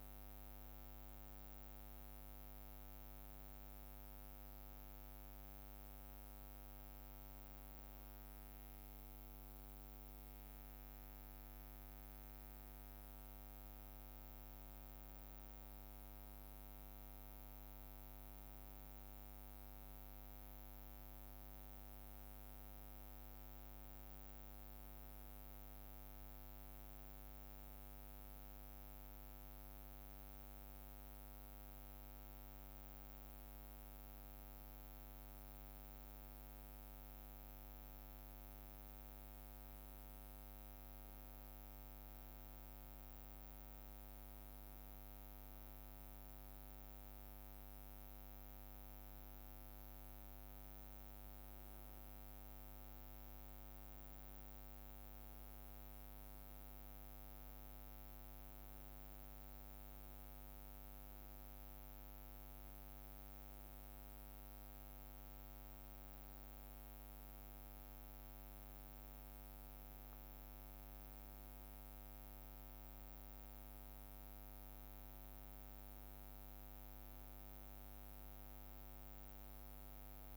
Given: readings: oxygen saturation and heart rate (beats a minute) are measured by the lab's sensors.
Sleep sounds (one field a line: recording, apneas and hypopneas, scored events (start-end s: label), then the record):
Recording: a person awake in a sleep study, hard to hear, by a microphone on the trachea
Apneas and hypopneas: none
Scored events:
none scored
From the record:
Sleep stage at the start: awake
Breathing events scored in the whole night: 191 in 4.5 hours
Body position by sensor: on the back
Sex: male